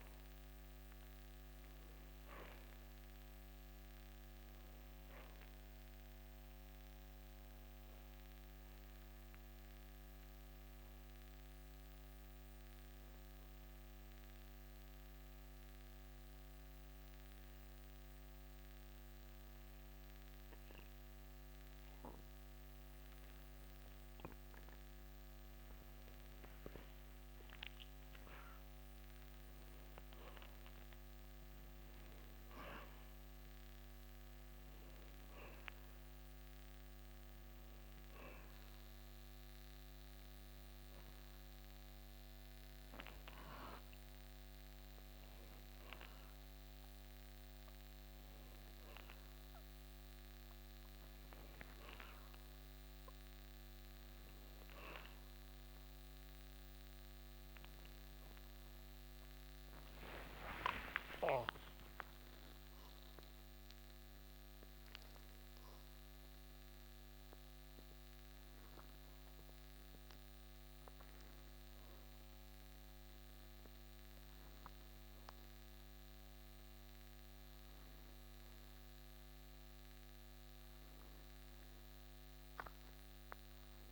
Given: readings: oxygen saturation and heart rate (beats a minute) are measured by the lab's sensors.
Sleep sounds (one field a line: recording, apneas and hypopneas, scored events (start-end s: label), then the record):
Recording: a person partly awake in a sleep study, by a microphone on the trachea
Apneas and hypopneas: 1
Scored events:
0.00-19.00 s: oxygen desaturation (device-marked, oxygen 93% lowest, heart rate 45 extreme)
15.00-25.50 s: mixed apnea (oxygen 97% before, 94% lowest, heart rate 99 before, 45 extreme, up 20 after)
30.00-60.00 s: new sleep stage, awake
33.00-51.00 s: oxygen desaturation (device-marked, oxygen 98% before, 94% lowest, heart rate 74 before, 36 extreme)
60.00-83.92 s: new sleep stage, N1 (lightest sleep)
From the record:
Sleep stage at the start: N2 (light sleep)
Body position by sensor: on the back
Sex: male